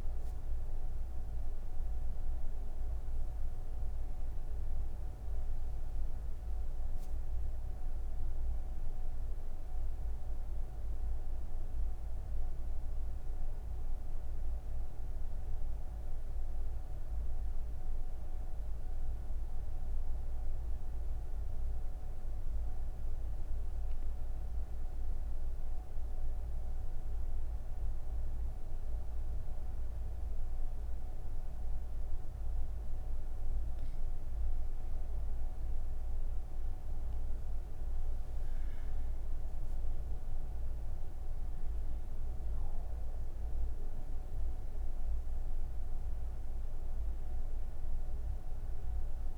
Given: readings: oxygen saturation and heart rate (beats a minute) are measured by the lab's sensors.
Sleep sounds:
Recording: breathing in sleep, hard to hear, by a room microphone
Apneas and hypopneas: none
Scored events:
0.00-6.00 s: oxygen desaturation (device-marked, oxygen 86% lowest, heart rate 145 extreme)
41.00-49.38 s: oxygen desaturation (device-marked, oxygen 98% before, 94% lowest, heart rate 178 before, 150 extreme)
From the record:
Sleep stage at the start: N1 (lightest sleep)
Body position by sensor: on the right side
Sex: female

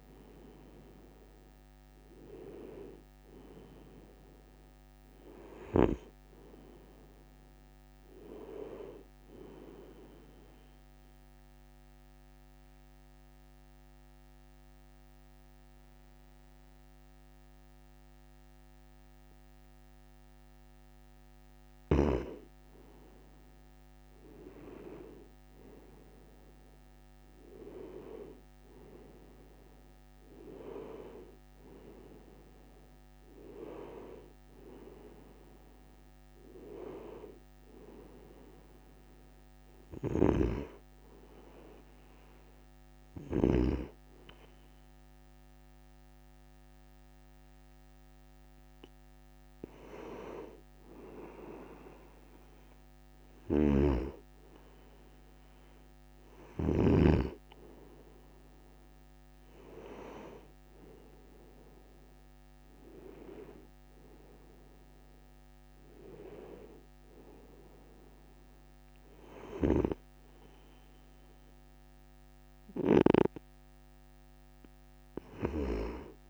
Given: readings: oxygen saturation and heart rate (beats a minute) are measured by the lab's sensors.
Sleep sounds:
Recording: breathing in sleep by a microphone on the trachea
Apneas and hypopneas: 2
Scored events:
1.00-5.50 s: arousal
11.00-21.50 s: obstructive apnea (oxygen 95% before, 93% lowest, heart rate 62 before, 58 extreme, up 4 after)
24.00-28.00 s: arousal
40.00-50.50 s: hypopnea (oxygen 95% before, 93% lowest, heart rate 61 before, 57 extreme, up 2 after)
53.50-57.00 s: snoring (device-marked)
54.00-57.50 s: arousal
From the record:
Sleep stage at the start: N2 (light sleep)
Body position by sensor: on the right side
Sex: male

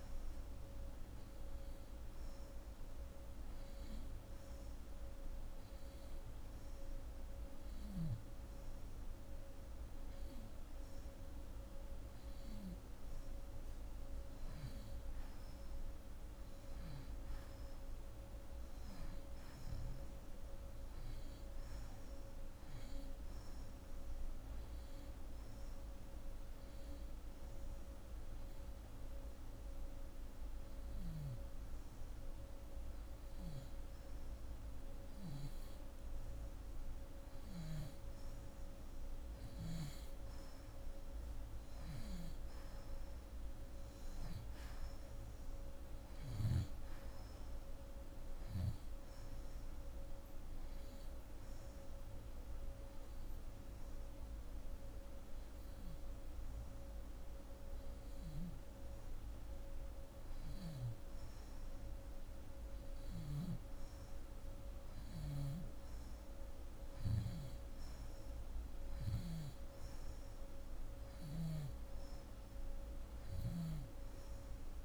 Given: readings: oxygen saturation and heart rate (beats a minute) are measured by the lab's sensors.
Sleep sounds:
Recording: breathing in sleep, hard to hear, by a room microphone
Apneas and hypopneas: 3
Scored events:
0.00-3.50 s: oxygen desaturation (device-marked, oxygen 88% lowest)
0.50-10.50 s: hypopnea (oxygen 91% before, 87% lowest)
10.50-13.50 s: arousal
22.00-33.00 s: hypopnea (oxygen 90% before, 87% lowest)
35.00-38.50 s: arousal
49.50-59.50 s: hypopnea (oxygen 89% before, 87% lowest)
62.00-65.50 s: arousal
From the record:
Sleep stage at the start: N2 (light sleep)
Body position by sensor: on the back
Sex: female

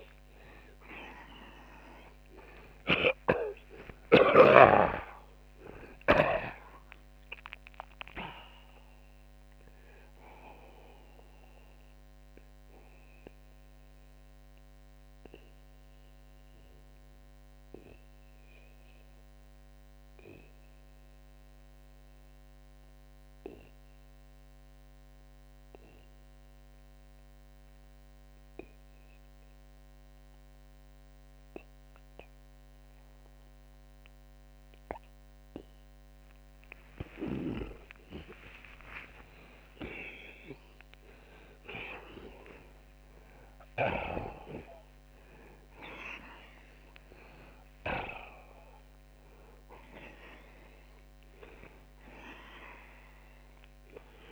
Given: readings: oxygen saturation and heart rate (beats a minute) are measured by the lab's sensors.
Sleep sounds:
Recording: breathing in sleep by a microphone on the trachea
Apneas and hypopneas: 1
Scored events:
0.00-6.00 s: snoring (device-marked)
1.00-39.00 s: oxygen desaturation (device-marked, oxygen 92% before, 78% lowest, heart rate 87 before, 69 extreme)
12.00-35.50 s: obstructive apnea (oxygen 92% before, 78% lowest, heart rate 127 before, 69 extreme)
38.00-43.00 s: arousal
From the record:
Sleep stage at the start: N2 (light sleep)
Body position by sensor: on the back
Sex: male

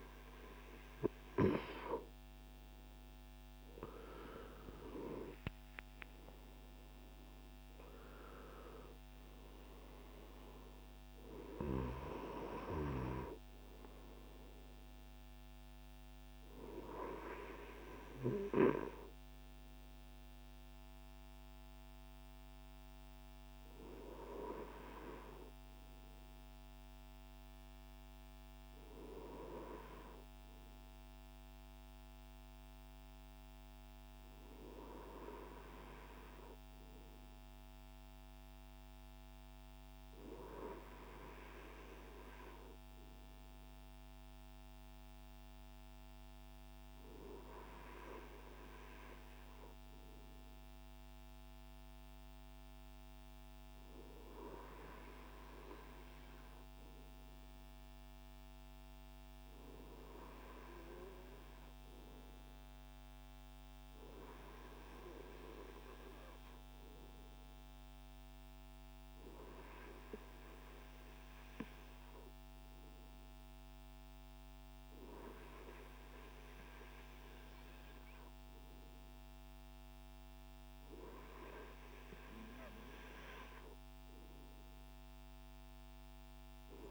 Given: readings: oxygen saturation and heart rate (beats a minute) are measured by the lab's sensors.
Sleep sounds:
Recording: breathing in sleep by a microphone on the trachea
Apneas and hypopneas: none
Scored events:
4.50-10.00 s: arousal
30.50-86.91 s: new sleep stage, REM sleep
From the record:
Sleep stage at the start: N2 (light sleep)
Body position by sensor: on the front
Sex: male

